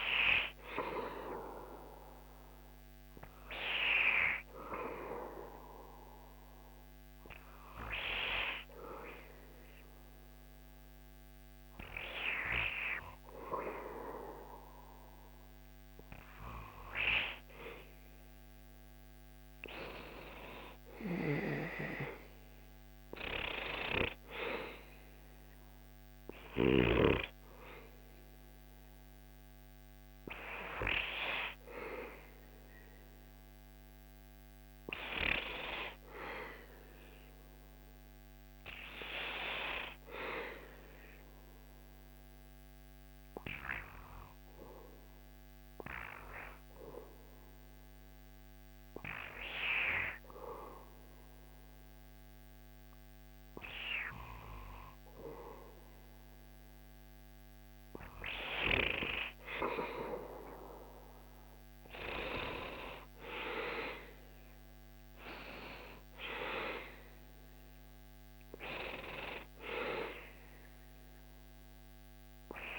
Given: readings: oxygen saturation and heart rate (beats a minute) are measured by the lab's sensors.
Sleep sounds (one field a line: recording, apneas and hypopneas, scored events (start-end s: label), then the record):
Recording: breathing in sleep by a microphone on the trachea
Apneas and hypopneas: 1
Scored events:
36.00-40.50 s: arousal
43.00-56.50 s: hypopnea (oxygen 98% before, 96% lowest, heart rate 76 before, 69 extreme, up 10 after)
59.00-63.50 s: arousal
From the record:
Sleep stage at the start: N2 (light sleep)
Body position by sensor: on the back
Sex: male